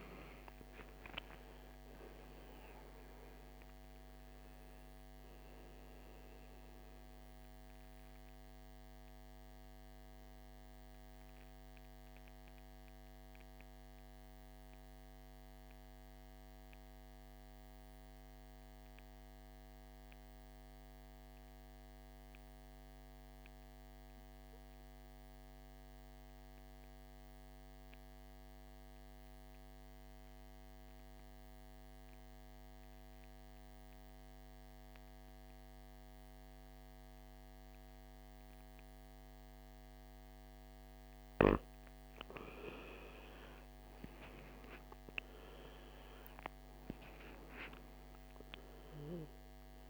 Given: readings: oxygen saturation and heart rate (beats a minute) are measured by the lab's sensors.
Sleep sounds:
breathing in sleep by a microphone on the trachea; 1
0.00-3.50 s: arousal
0.00-21.00 s: oxygen desaturation (device-marked, oxygen 79% lowest, heart rate 53 extreme)
10.50-40.00 s: mixed apnea (oxygen 99% before, 79% lowest, heart rate 66 before, 53 extreme, up 19 after)
37.00-49.90 s: oxygen desaturation (device-marked, oxygen 99% before, 80% lowest, heart rate 54 before, 51 extreme)
42.00-46.00 s: arousal
From the record:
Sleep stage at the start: N2 (light sleep); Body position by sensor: on the back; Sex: male

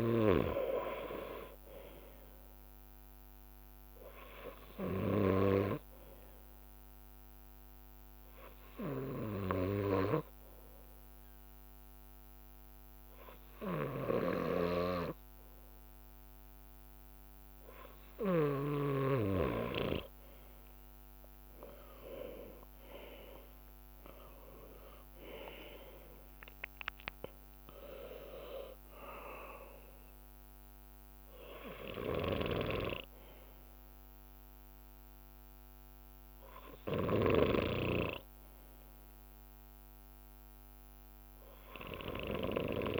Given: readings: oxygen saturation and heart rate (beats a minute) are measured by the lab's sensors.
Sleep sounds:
breathing in sleep by a microphone on the trachea; 1
0.00-2.00 s: leg movement (device-marked)
0.00-2.50 s: bradycardia (device-marked, heart rate 57 extreme)
0.00-8.50 s: drop in pulse transit time (device-marked, heart rate 57 extreme)
3.50-18.50 s: bradycardia (device-marked, heart rate 62 before, 57 extreme)
8.50-19.00 s: hypopnea (oxygen 97% before, 95% lowest, heart rate 59 before, 57 extreme, up 10 after)
21.00-25.50 s: arousal
34.50-43.00 s: bradycardia (device-marked, heart rate 62 before, 56 extreme)
36.50-43.00 s: leg movement (device-marked)
39.50-43.00 s: drop in pulse transit time (device-marked, heart rate 64 before, 56 extreme)
From the record:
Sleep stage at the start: N2 (light sleep); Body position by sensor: on the left side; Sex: male

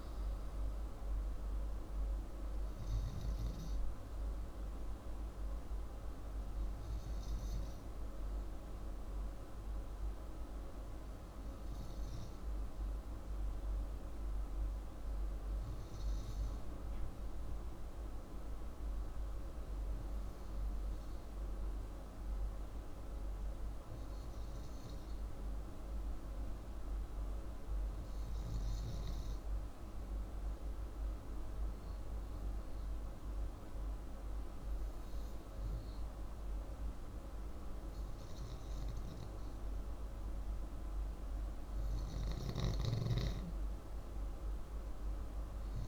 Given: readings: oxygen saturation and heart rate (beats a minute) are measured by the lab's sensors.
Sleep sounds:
breathing in sleep, hard to hear, by a room microphone; 1
8.00-41.00 s: hypopnea (oxygen 98% before, 92% lowest, heart rate 60 before, 55 extreme, up 5 after)
18.00-33.00 s: oxygen desaturation (device-marked, oxygen 98% before, 92% lowest, heart rate 57 before, 55 extreme)
42.00-45.88 s: snoring (device-marked)
42.50-45.88 s: arousal
From the record:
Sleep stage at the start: N2 (light sleep); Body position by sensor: upright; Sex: male

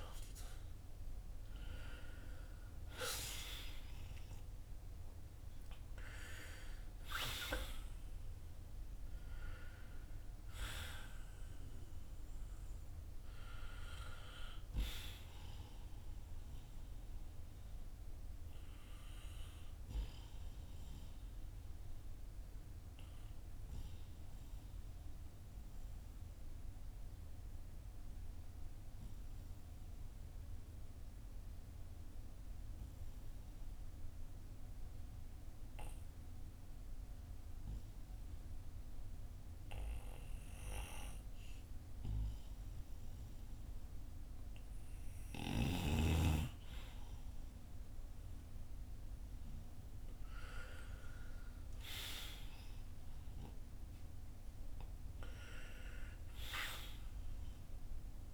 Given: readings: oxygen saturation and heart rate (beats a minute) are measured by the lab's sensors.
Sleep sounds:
breathing in sleep by a room microphone; 1
0.50-4.50 s: arousal
20.50-44.00 s: obstructive apnea (oxygen 96% before, 90% lowest, heart rate 58 before, 43 extreme, up 6 after)
27.50-37.50 s: oxygen desaturation (device-marked, oxygen 93% before, 90% lowest, heart rate 54 before, 43 extreme)
47.00-50.50 s: arousal
From the record:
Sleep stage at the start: N2 (light sleep); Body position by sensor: on the back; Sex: male

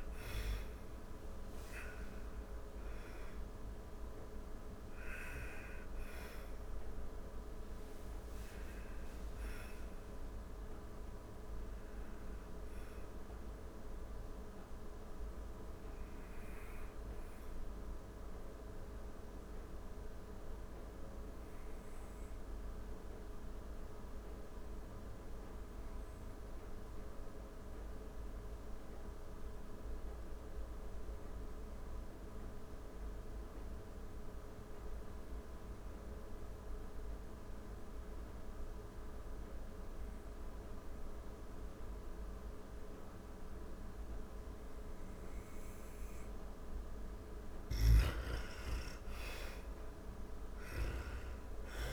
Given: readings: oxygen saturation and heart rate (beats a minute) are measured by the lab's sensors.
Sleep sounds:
breathing in sleep, hard to hear, by a room microphone; 1
0.00-1.50 s: arousal
0.00-23.50 s: oxygen desaturation (device-marked, oxygen 89% lowest)
10.00-44.50 s: obstructive apnea (oxygen 98% before, 84% lowest)
38.50-51.93 s: oxygen desaturation (device-marked, oxygen 99% before, 84% lowest)
48.00-51.50 s: arousal
From the record:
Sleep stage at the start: N2 (light sleep); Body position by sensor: on the back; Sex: female

